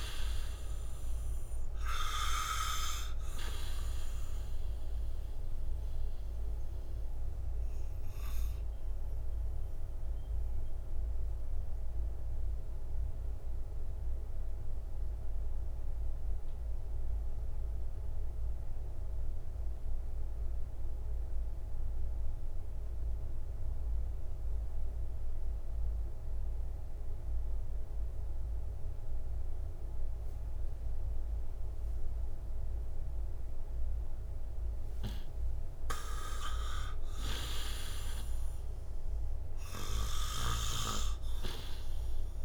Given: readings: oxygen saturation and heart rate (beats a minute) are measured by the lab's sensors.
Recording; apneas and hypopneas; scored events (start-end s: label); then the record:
breathing in sleep by a room microphone; 1
0.00-27.50 s: oxygen desaturation (device-marked, oxygen 85% lowest, heart rate 57 extreme)
7.50-33.50 s: obstructive apnea (oxygen 97% before, 85% lowest, heart rate 69 before, 57 extreme, up 13 after)
36.00-39.00 s: arousal
39.50-42.45 s: oxygen desaturation (device-marked, oxygen 99% before, 89% lowest, heart rate 62 before, 56 extreme)
From the record:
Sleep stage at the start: N2 (light sleep); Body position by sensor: on the right side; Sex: male